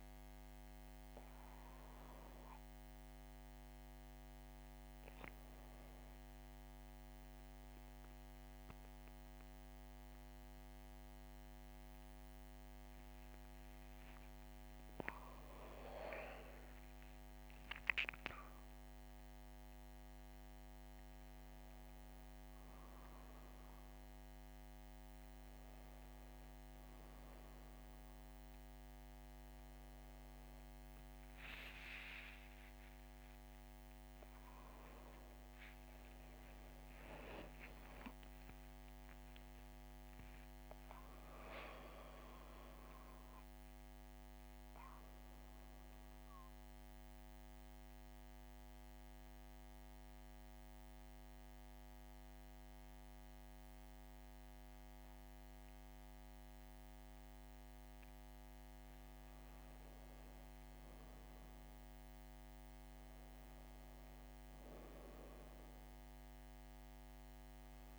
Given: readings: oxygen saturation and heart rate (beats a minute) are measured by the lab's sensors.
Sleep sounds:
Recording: a person partly awake in a sleep study, by a microphone on the trachea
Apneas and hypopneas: 1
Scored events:
26.50-56.50 s: new sleep stage, N1 (lightest sleep)
45.50-58.50 s: hypopnea (oxygen 100% before, 96% lowest, heart rate 75 before, 61 extreme, up 2 after)
56.50-67.99 s: new sleep stage, N2 (light sleep)
60.50-64.50 s: arousal
65.50-67.99 s: oxygen desaturation (device-marked, oxygen 100% before, 96% lowest, heart rate 68 before, 60 extreme)
From the record:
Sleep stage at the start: awake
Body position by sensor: on the back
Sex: female

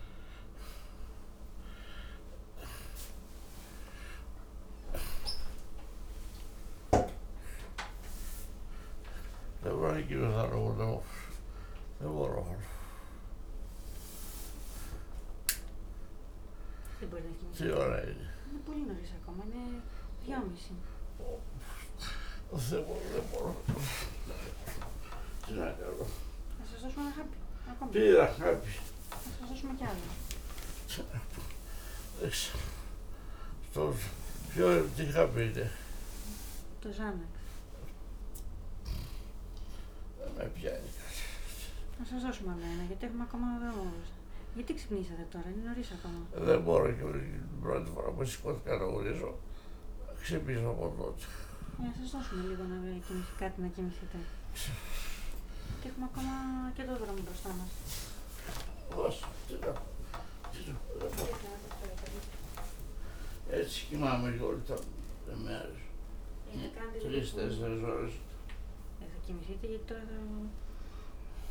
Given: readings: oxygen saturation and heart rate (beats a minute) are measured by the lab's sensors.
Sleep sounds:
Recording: a person awake in a sleep study, by a room microphone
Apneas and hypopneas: none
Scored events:
11.50-25.50 s: snoring (device-marked)
27.50-32.00 s: snoring (device-marked)
60.00-67.00 s: snoring (device-marked)
From the record:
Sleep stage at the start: awake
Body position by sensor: on the back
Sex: male

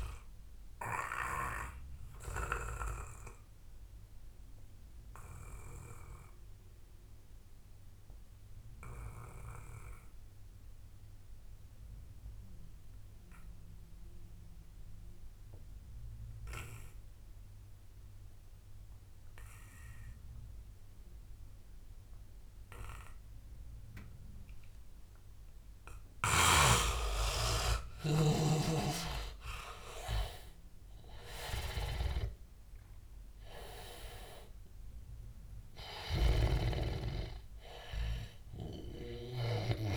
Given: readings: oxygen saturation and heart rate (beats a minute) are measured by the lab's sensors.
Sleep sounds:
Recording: breathing in sleep by a room microphone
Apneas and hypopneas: 1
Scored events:
0.50-25.00 s: obstructive apnea (oxygen 99% before, 83% lowest, heart rate 92 before, 78 extreme, up 6 after)
22.00-39.96 s: oxygen desaturation (device-marked, oxygen 97% before, 83% lowest, heart rate 83 before, 72 extreme)
27.50-31.50 s: arousal
36.00-39.50 s: snoring (device-marked)
From the record:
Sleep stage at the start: N2 (light sleep)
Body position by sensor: on the back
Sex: male

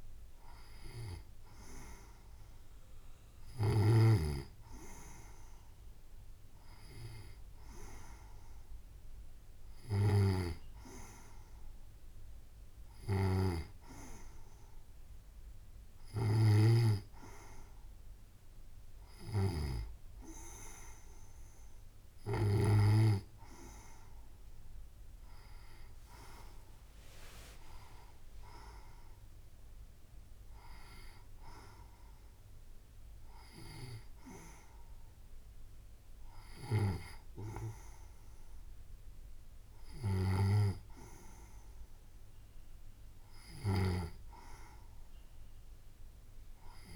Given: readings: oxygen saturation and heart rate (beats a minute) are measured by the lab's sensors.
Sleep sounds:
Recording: breathing in sleep by a room microphone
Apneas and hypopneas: none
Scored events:
none scored
From the record:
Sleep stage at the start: N2 (light sleep)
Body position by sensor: on the right side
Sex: female

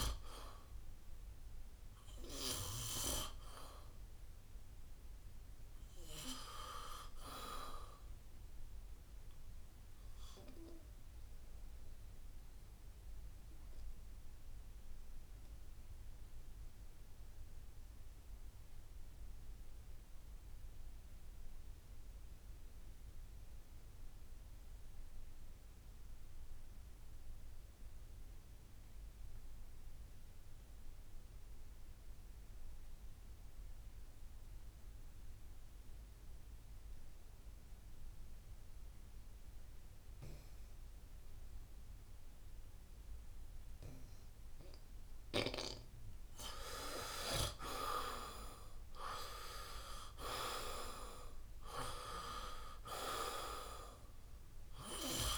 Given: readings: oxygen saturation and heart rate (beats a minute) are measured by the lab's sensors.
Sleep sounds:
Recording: breathing in sleep by a room microphone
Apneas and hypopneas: 1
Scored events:
0.00-21.50 s: oxygen desaturation (device-marked, oxygen 77% lowest, heart rate 66 extreme)
10.50-45.00 s: obstructive apnea (oxygen 93% before, 77% lowest, heart rate 74 before, 67 extreme, up 7 after)
34.50-55.38 s: oxygen desaturation (device-marked, oxygen 97% before, 77% lowest, heart rate 69 before, 67 extreme)
47.50-51.50 s: arousal
From the record:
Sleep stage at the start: N2 (light sleep)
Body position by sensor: on the back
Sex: male

